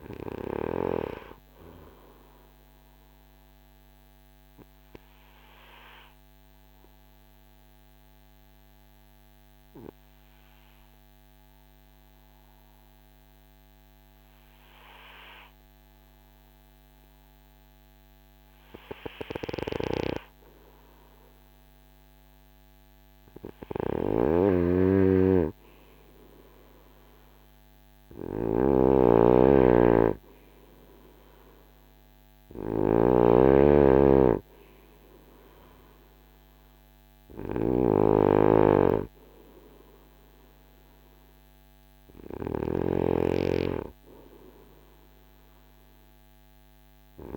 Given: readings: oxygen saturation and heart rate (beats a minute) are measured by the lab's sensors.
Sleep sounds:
breathing in sleep by a microphone on the trachea; 1
1.50-20.00 s: obstructive apnea (oxygen 96% before, 91% lowest, heart rate 55 before, 40 extreme, up 14 after)
9.00-27.00 s: oxygen desaturation (device-marked, oxygen 95% before, 91% lowest, heart rate 56 before, 40 extreme)
22.50-25.50 s: arousal
23.50-47.37 s: snoring (device-marked)
From the record:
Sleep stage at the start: N2 (light sleep); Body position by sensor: on the front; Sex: male

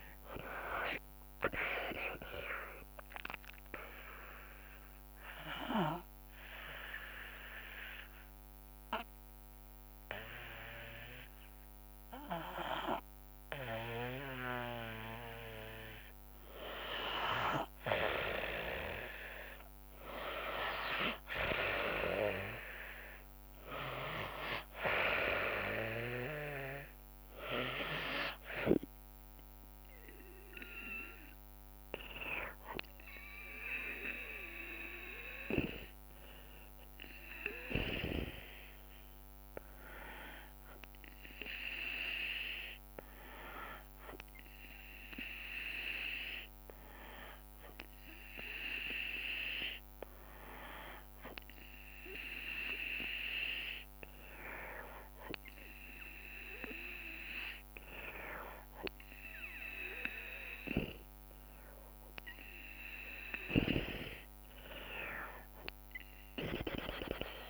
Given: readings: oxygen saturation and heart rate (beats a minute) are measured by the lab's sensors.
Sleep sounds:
breathing in sleep by a microphone on the trachea; 2
0.00-10.50 s: drop in pulse transit time (device-marked, heart rate 58 extreme)
0.00-15.50 s: oxygen desaturation (device-marked, oxygen 92% lowest, heart rate 55 extreme)
4.50-15.50 s: obstructive apnea (oxygen 98% before, 92% lowest, heart rate 70 before, 55 extreme, up 11 after)
18.50-22.50 s: arousal
20.50-36.50 s: oxygen desaturation (device-marked, oxygen 98% before, 92% lowest, heart rate 70 before, 64 extreme)
29.50-42.50 s: drop in pulse transit time (device-marked, heart rate 62 before, 67 extreme)
39.00-51.00 s: hypopnea (oxygen 98% before, 93% lowest, heart rate 72 before, 64 extreme, up 6 after)
62.50-67.50 s: drop in pulse transit time (device-marked, heart rate 67 before, 66 extreme)
65.00-67.50 s: arousal
From the record:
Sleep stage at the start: N2 (light sleep); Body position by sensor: on the back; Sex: female

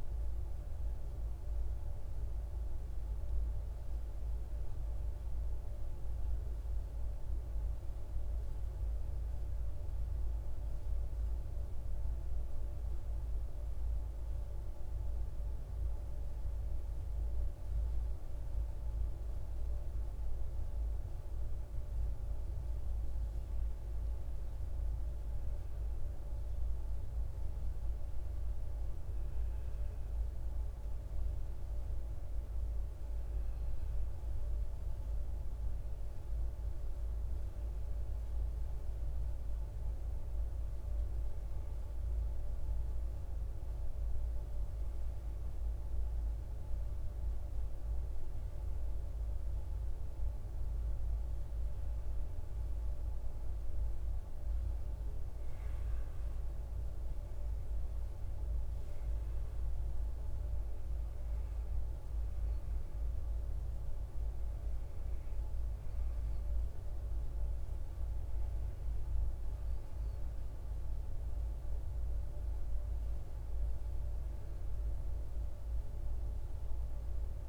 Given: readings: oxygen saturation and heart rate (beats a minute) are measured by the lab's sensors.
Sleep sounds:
breathing in sleep, hard to hear, by a room microphone; 1
0.00-8.00 s: oxygen desaturation (device-marked, oxygen 94% lowest, heart rate 53 extreme)
8.50-23.00 s: mixed apnea (oxygen 97% before, 93% lowest, heart rate 60 before, 53 extreme, up 7 after)
18.00-77.49 s: new sleep stage, N2 (light sleep)
25.00-29.50 s: arousal
28.00-45.00 s: oxygen desaturation (device-marked, oxygen 98% before, 93% lowest, heart rate 56 before, 57 extreme)
72.50-76.50 s: arousal
From the record:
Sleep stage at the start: N1 (lightest sleep); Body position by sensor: on the right side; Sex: male

